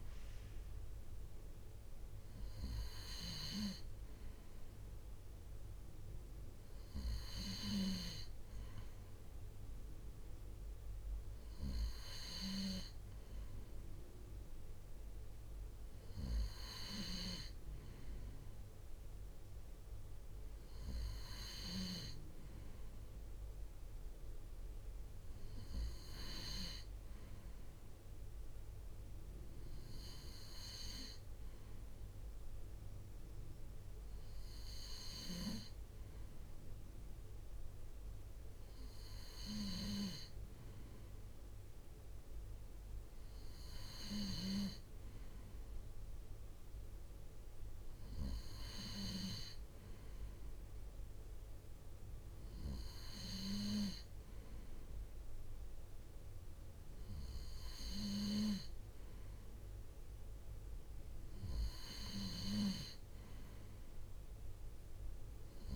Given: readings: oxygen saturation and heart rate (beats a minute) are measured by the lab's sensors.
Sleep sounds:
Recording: breathing in sleep by a room microphone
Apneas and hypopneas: none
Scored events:
none scored
From the record:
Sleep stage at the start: N2 (light sleep)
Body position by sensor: on the right side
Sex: male

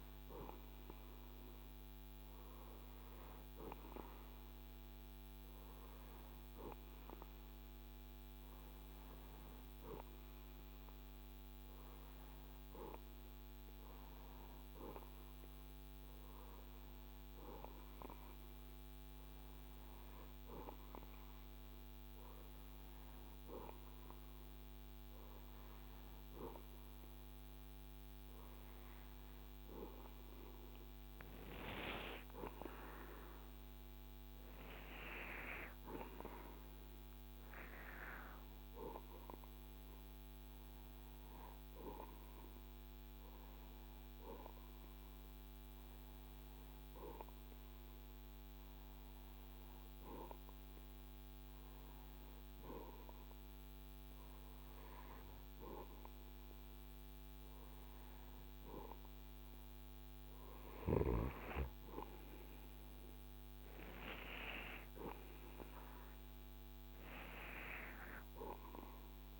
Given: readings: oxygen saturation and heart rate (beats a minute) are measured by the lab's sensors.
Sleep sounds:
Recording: breathing in sleep by a microphone on the trachea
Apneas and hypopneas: 1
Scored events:
26.00-30.50 s: arousal
34.50-55.50 s: hypopnea (oxygen 96% before, 95% lowest, heart rate 72 before, 66 extreme, up 8 after)
59.50-63.00 s: arousal
From the record:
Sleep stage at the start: REM sleep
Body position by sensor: on the right side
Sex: male

